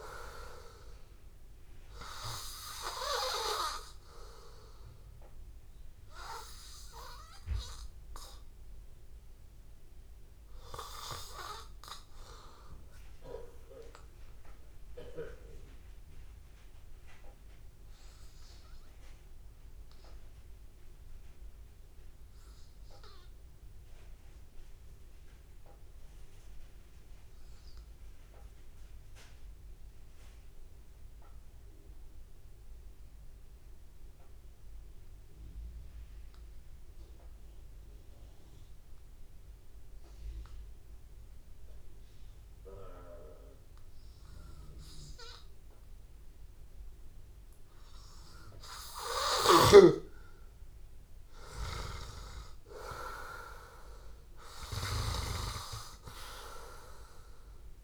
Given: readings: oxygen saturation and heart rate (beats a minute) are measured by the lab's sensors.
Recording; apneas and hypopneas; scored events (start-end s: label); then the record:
breathing in sleep by a room microphone; 1
0.00-15.50 s: oxygen desaturation (device-marked, oxygen 88% lowest, heart rate 82 extreme)
11.50-14.50 s: arousal
17.00-47.50 s: hypopnea (oxygen 98% before, 90% lowest, heart rate 85 before, 82 extreme, up 1 after)
34.50-57.84 s: oxygen desaturation (device-marked, oxygen 98% before, 90% lowest, heart rate 83 before, 82 extreme)
50.00-54.00 s: arousal
From the record:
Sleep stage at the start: N2 (light sleep); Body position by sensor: on the back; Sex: male